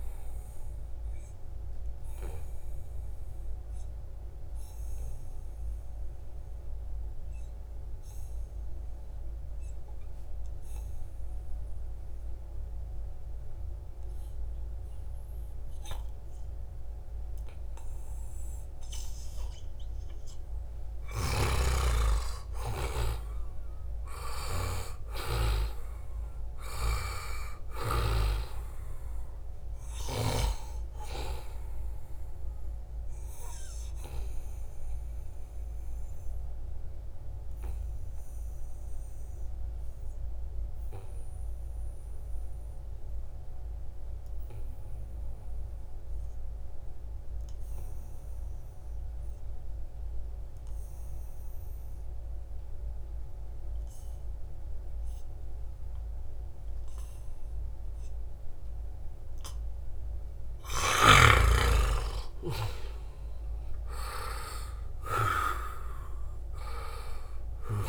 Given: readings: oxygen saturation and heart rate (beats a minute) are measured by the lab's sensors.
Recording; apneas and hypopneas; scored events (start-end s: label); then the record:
breathing in sleep by a room microphone; 2
0.00-12.00 s: oxygen desaturation (device-marked, oxygen 92% lowest, heart rate 70 extreme)
0.50-19.00 s: obstructive apnea (oxygen 96% before, 89% lowest, heart rate 77 before, 70 extreme, up 3 after)
21.00-26.00 s: arousal
26.00-48.00 s: oxygen desaturation (device-marked, oxygen 96% before, 91% lowest, heart rate 74 before, 69 extreme)
33.00-61.00 s: obstructive apnea (oxygen 96% before, 88% lowest, heart rate 74 before, 69 extreme, up 7 after)
44.50-46.50 s: long interval between heartbeats (device-marked, heart rate 77 before, 74 extreme)
59.00-67.89 s: oxygen desaturation (device-marked, oxygen 97% before, 88% lowest, heart rate 73 before, 70 extreme)
61.50-66.50 s: arousal
From the record:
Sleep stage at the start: N2 (light sleep); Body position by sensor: on the back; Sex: male